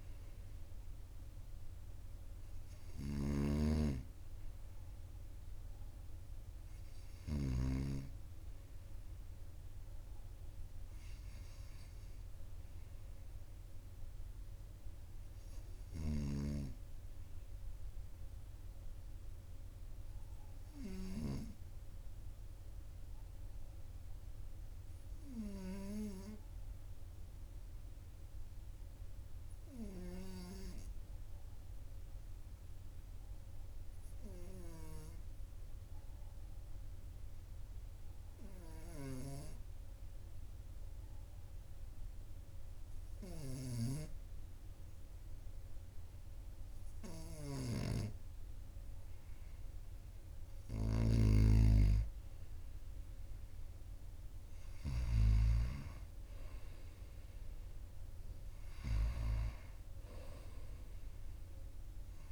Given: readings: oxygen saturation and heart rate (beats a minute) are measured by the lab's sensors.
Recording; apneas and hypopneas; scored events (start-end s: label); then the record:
breathing in sleep by a room microphone; 1
0.00-7.50 s: snoring (device-marked)
27.50-45.50 s: hypopnea (oxygen 98% before, 94% lowest, heart rate 43 before, 42 extreme, up 2 after)
47.50-50.50 s: arousal
50.50-55.00 s: snoring (device-marked)
From the record:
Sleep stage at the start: N2 (light sleep); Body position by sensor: on the right side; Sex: male